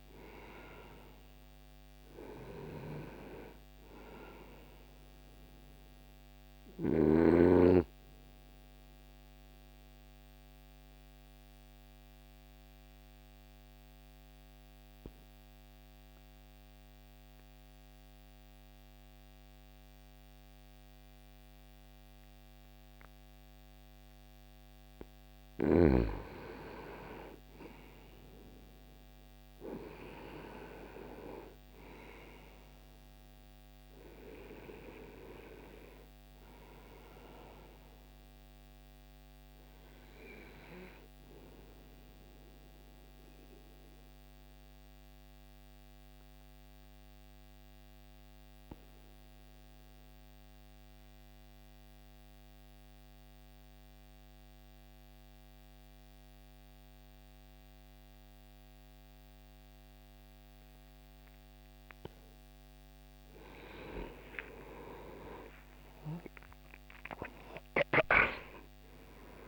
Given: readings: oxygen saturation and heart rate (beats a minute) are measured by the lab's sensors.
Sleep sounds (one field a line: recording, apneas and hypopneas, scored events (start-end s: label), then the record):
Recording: breathing in sleep by a microphone on the trachea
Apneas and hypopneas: 2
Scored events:
0.00-20.50 s: oxygen desaturation (device-marked, oxygen 85% lowest)
8.50-23.50 s: obstructive apnea (oxygen 95% before, 85% lowest)
25.00-29.50 s: arousal
32.50-56.50 s: oxygen desaturation (device-marked, oxygen 97% before, 89% lowest)
42.50-61.50 s: obstructive apnea (oxygen 97% before, 88% lowest)
63.50-69.47 s: oxygen desaturation (device-marked, oxygen 98% before, 88% lowest)
64.00-69.47 s: arousal
From the record:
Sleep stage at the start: N2 (light sleep)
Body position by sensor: on the back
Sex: male